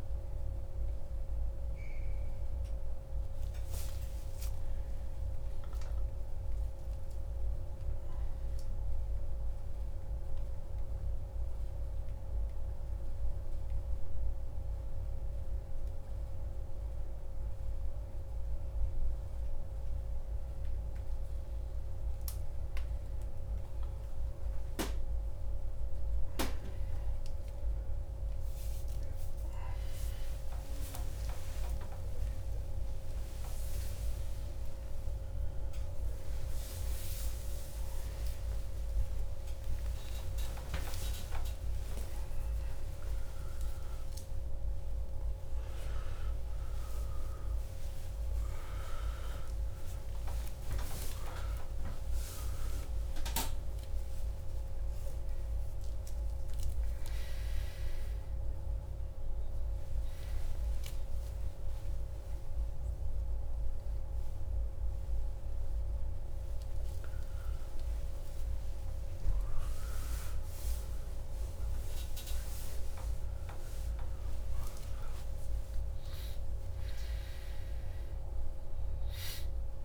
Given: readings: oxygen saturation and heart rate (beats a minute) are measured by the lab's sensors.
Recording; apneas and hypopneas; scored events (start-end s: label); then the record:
a person awake in a sleep study, hard to hear, by a room microphone; none
none scored
From the record:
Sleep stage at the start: awake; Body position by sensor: on the back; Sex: male